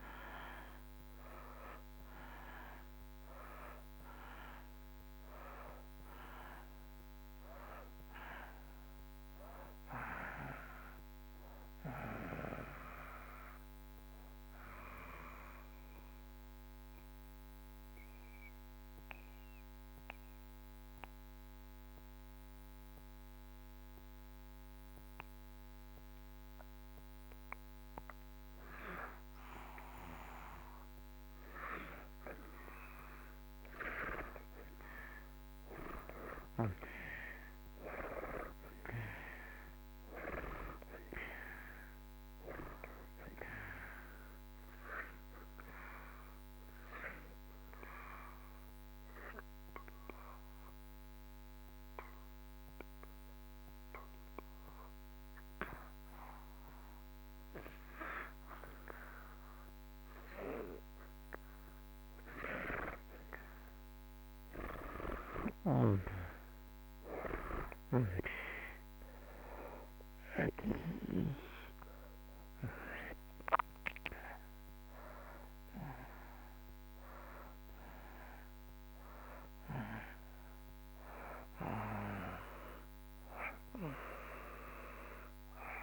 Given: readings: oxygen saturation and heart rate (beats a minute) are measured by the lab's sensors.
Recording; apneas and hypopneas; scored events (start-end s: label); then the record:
breathing in sleep by a microphone on the trachea; 2
0.00-27.50 s: oxygen desaturation (device-marked, oxygen 63% lowest)
15.00-27.50 s: mixed apnea (oxygen 84% before, 63% lowest)
31.00-35.50 s: arousal
43.50-66.50 s: oxygen desaturation (device-marked, oxygen 97% before, 81% lowest)
48.00-60.50 s: obstructive apnea (oxygen 98% before, 79% lowest)
64.00-68.00 s: arousal
74.50-85.83 s: oxygen desaturation (device-marked, oxygen 90% before, 79% lowest)
From the record:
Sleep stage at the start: REM sleep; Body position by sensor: on the back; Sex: male